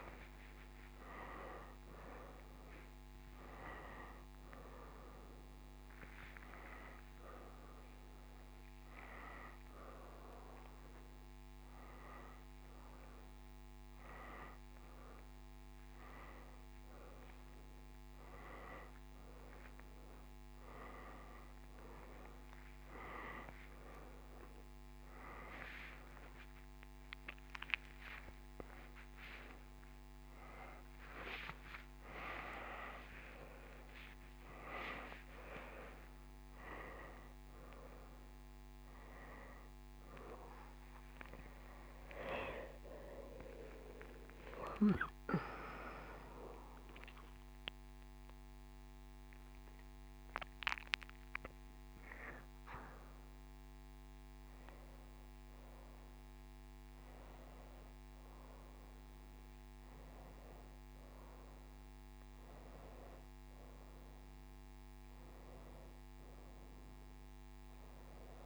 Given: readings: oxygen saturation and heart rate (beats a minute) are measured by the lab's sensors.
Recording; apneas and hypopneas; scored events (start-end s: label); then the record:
a person awake in a sleep study, by a microphone on the trachea; none
0.00-1.00 s: oxygen desaturation (device-marked, oxygen 91% lowest)
22.00-26.00 s: oxygen desaturation (device-marked, oxygen 97% before, 92% lowest, heart rate 49 before, 93 extreme)
28.00-35.00 s: tachycardia (device-marked, heart rate 80 before, 114 extreme)
56.00-68.46 s: new sleep stage, N1 (lightest sleep)
64.00-68.46 s: oxygen desaturation (device-marked, oxygen 99% before, 93% lowest, heart rate 93 before, 86 extreme)
From the record:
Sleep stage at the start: awake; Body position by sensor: upright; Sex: female